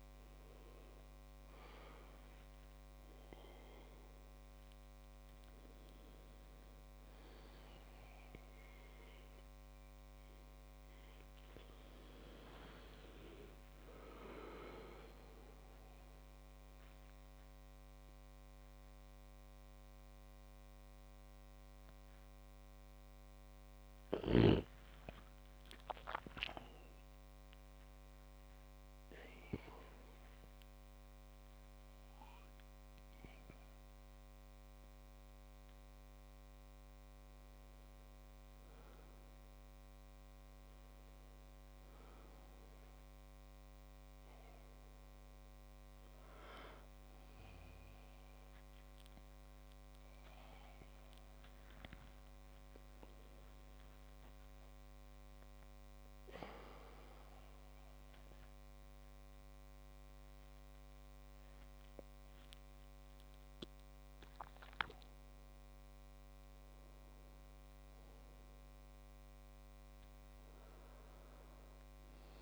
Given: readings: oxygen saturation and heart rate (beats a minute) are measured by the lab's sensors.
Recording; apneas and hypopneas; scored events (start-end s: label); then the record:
a person partly awake in a sleep study, by a microphone on the trachea; none
27.50-72.42 s: new sleep stage, N1 (lightest sleep)
62.00-65.50 s: arousal
From the record:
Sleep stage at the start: awake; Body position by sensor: on the back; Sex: male